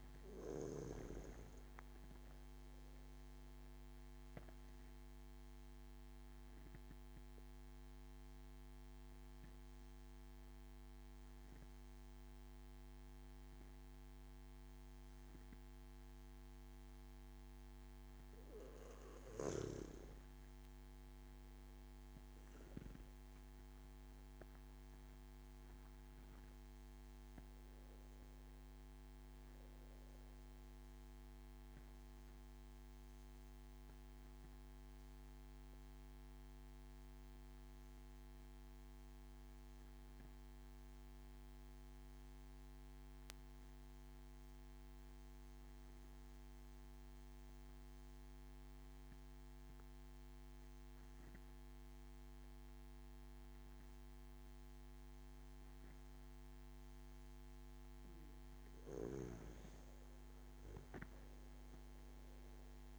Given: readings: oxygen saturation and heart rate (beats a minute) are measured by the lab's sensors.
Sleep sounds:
breathing in sleep by a microphone on the trachea; 2
0.00-1.00 s: snoring (device-marked)
0.00-2.00 s: arousal
6.00-19.00 s: obstructive apnea (oxygen 97% before, 92% lowest)
22.00-52.00 s: new sleep stage, N1 (lightest sleep)
22.50-27.00 s: arousal
32.00-57.50 s: obstructive apnea (oxygen 97% before, 92% lowest)
52.00-62.99 s: new sleep stage, N2 (light sleep)
57.00-62.99 s: oxygen desaturation (device-marked, oxygen 97% before, 92% lowest)
60.50-62.99 s: arousal
From the record:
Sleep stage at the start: N2 (light sleep); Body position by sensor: on the back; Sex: male

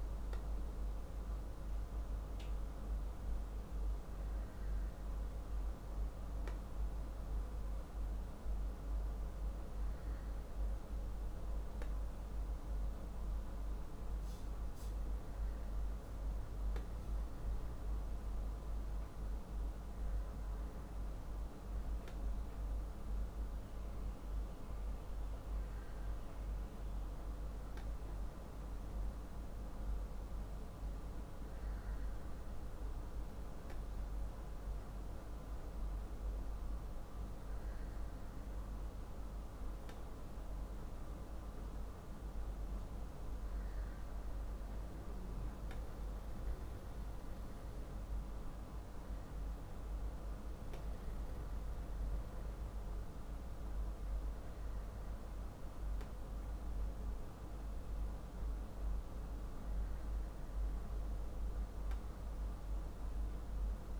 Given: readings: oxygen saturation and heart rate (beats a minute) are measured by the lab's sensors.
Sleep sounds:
breathing in sleep, hard to hear, by a room microphone; none
48.50-64.00 s: new sleep stage, N3 (deep sleep)
From the record:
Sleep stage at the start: N2 (light sleep); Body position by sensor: on the back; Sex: male

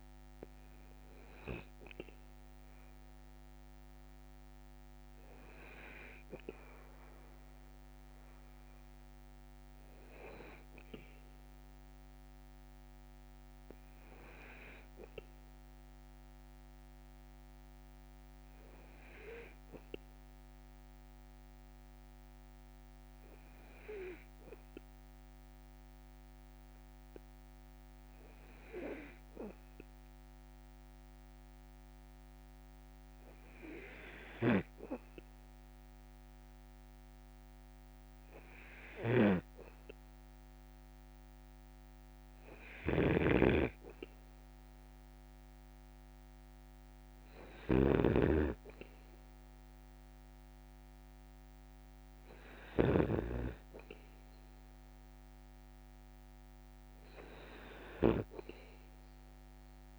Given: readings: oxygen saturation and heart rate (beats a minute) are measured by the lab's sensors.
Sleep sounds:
breathing in sleep by a microphone on the trachea; 1
13.50-30.00 s: obstructive apnea (oxygen 96% before, 94% lowest, heart rate 56 before, 54 extreme, up 0 after)
32.00-34.50 s: arousal
39.00-53.50 s: snoring (device-marked)
From the record:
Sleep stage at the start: N2 (light sleep); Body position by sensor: on the back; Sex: male

